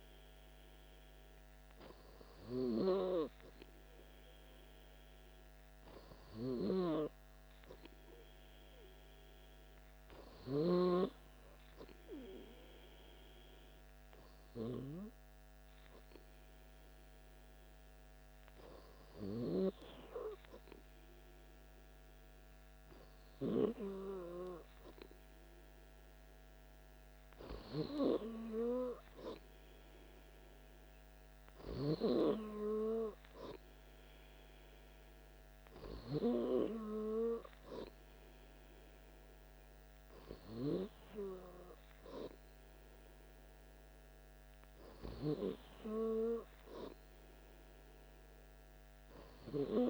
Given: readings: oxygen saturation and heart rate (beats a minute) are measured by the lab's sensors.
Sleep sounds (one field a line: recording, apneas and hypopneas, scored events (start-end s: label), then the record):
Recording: breathing in sleep by a microphone on the trachea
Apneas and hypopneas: 1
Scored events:
13.50-26.50 s: hypopnea (oxygen 99% before, 96% lowest, heart rate 59 before, 58 extreme)
29.00-32.50 s: arousal
From the record:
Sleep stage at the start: N2 (light sleep)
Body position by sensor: on the back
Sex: male